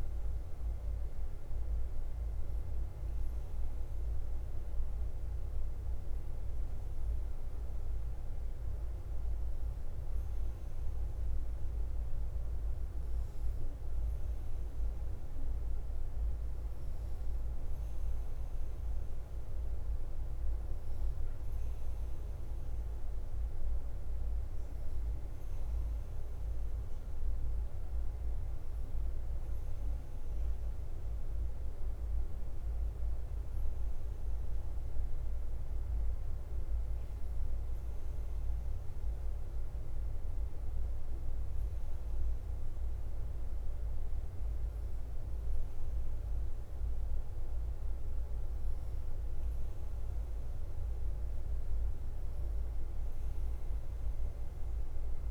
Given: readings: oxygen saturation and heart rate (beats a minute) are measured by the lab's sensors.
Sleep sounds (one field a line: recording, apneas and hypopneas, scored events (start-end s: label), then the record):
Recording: breathing in sleep, hard to hear, by a room microphone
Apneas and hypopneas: none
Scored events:
0.00-55.31 s: bradycardia (device-marked, heart rate 40 extreme)
2.50-55.31 s: new sleep stage, N3 (deep sleep)
From the record:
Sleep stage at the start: N2 (light sleep)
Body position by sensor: on the front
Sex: male